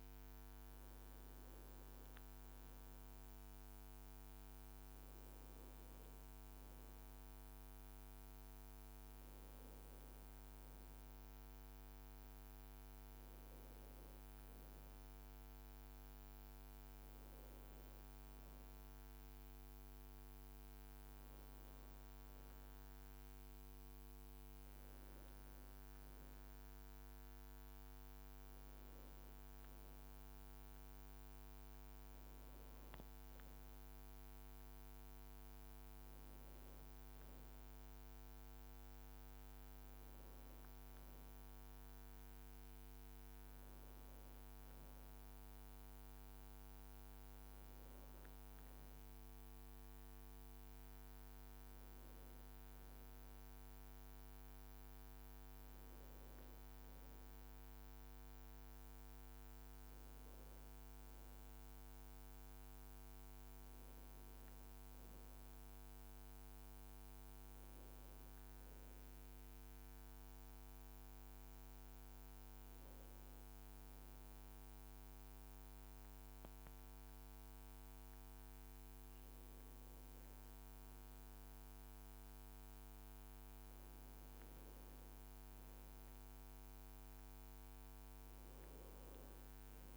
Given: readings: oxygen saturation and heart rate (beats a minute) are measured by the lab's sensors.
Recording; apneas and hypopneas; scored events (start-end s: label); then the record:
breathing in sleep, hard to hear, by a microphone on the trachea; 1
0.00-1.00 s: arousal
14.00-17.00 s: leg movement (device-marked)
17.50-19.00 s: leg movement (device-marked)
58.00-62.50 s: arousal
59.00-89.97 s: new sleep stage, N2 (light sleep)
66.00-78.50 s: hypopnea (oxygen 96% before, 93% lowest, heart rate 62 before, 57 extreme, up 0 after)
70.50-77.50 s: leg movement (device-marked)
81.00-85.50 s: arousal
From the record:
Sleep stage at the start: N1 (lightest sleep); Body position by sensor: on the right side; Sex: male